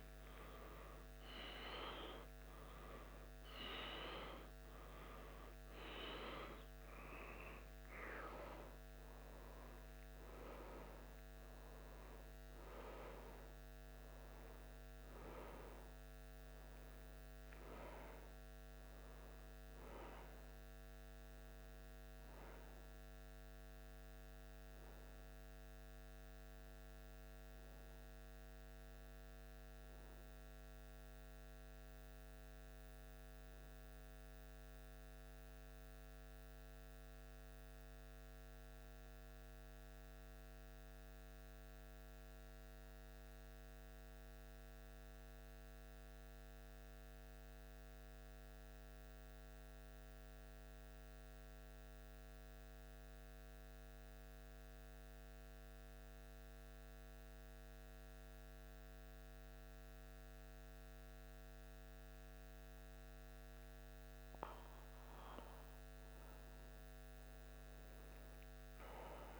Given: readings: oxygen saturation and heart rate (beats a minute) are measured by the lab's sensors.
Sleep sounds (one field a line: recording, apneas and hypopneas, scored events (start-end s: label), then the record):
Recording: a person partly awake in a sleep study, by a microphone on the trachea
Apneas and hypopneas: 1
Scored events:
1.00-22.00 s: oxygen desaturation (device-marked, oxygen 98% before, 94% lowest, heart rate 75 before, 74 extreme)
25.00-55.00 s: new sleep stage, N1 (lightest sleep)
33.00-63.50 s: obstructive apnea (oxygen 96% before, 90% lowest, heart rate 76 before, 73 extreme, up 3 after)
55.00-69.39 s: new sleep stage, N2 (light sleep)
66.00-69.39 s: oxygen desaturation (device-marked, oxygen 96% before, 90% lowest, heart rate 75 before, 74 extreme)
66.50-69.39 s: arousal
From the record:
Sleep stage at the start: awake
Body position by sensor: on the back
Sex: male